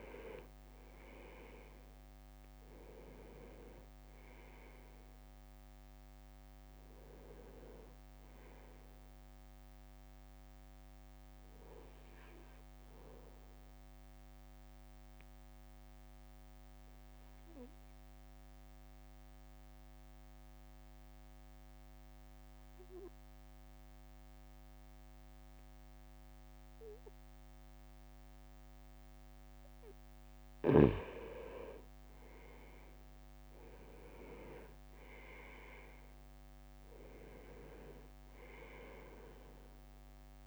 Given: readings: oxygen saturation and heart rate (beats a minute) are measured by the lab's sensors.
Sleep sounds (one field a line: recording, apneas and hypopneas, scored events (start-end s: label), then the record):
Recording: breathing in sleep by a microphone on the trachea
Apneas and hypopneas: 1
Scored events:
0.00-3.00 s: leg movement (device-marked)
0.00-4.00 s: arousal
0.00-12.00 s: drop in pulse transit time (device-marked, heart rate 58 extreme)
4.00-5.00 s: leg movement (device-marked)
14.00-30.50 s: obstructive apnea (oxygen 98% before, 96% lowest, heart rate 59 before, 54 extreme, up 4 after)
32.00-34.50 s: leg movement (device-marked)
33.00-37.50 s: arousal
34.00-40.47 s: drop in pulse transit time (device-marked, heart rate 55 before, 54 extreme)
34.50-36.00 s: leg movement (device-marked)
From the record:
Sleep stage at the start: N2 (light sleep)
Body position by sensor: on the right side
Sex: male